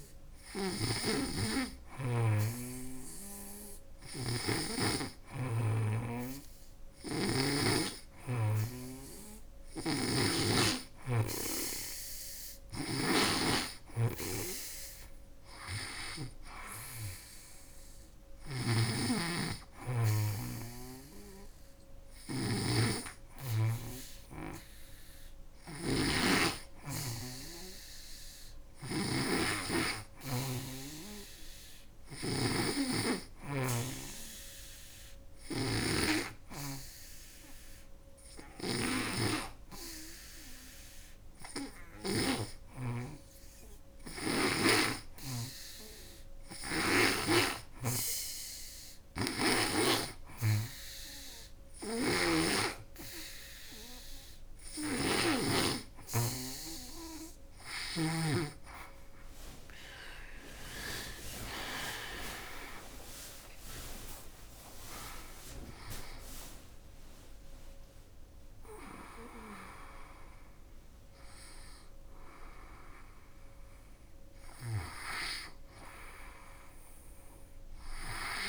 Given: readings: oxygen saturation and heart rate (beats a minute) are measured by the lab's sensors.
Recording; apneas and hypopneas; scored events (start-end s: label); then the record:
breathing in sleep by a room microphone; 1
0.00-7.00 s: snoring (device-marked)
9.00-55.00 s: snoring (device-marked)
33.00-52.50 s: obstructive apnea (oxygen 97% before, 95% lowest, heart rate 82 before, 81 extreme, up 7 after)
55.00-58.50 s: arousal
From the record:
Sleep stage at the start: N2 (light sleep); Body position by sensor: on the back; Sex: female